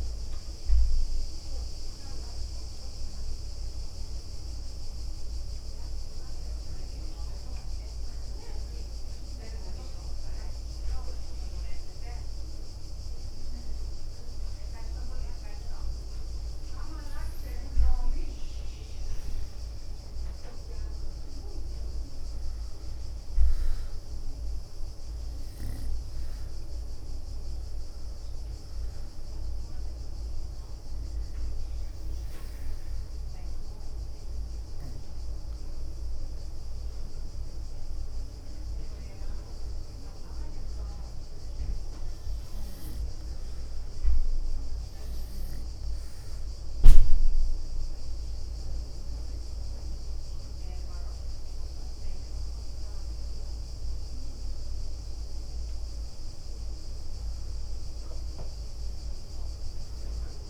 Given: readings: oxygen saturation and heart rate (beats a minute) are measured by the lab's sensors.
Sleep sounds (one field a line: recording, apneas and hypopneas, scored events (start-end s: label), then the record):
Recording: breathing in sleep, hard to hear, by a room microphone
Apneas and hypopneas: 3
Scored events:
0.00-1.00 s: leg movement (device-marked)
0.00-18.50 s: oxygen desaturation (device-marked, oxygen 92% lowest, heart rate 66 extreme)
7.00-18.00 s: obstructive apnea (oxygen 97% before, 92% lowest, heart rate 71 before, 66 extreme, up 5 after)
19.00-22.00 s: arousal
20.50-38.50 s: oxygen desaturation (device-marked, oxygen 97% before, 92% lowest, heart rate 71 before, 66 extreme)
21.00-23.50 s: leg movement (device-marked)
27.00-37.50 s: hypopnea (oxygen 97% before, 92% lowest, heart rate 70 before, 66 extreme, up 8 after)
28.00-29.00 s: leg movement (device-marked)
29.50-31.50 s: leg movement (device-marked)
31.50-60.50 s: new sleep stage, N1 (lightest sleep)
38.50-41.00 s: arousal
44.00-54.50 s: hypopnea (oxygen 97% before, 89% lowest, heart rate 70 before, 69 extreme, up 5 after)
49.50-53.00 s: leg movement (device-marked)
56.00-59.00 s: arousal
From the record:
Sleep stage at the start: N2 (light sleep)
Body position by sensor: on the back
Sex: female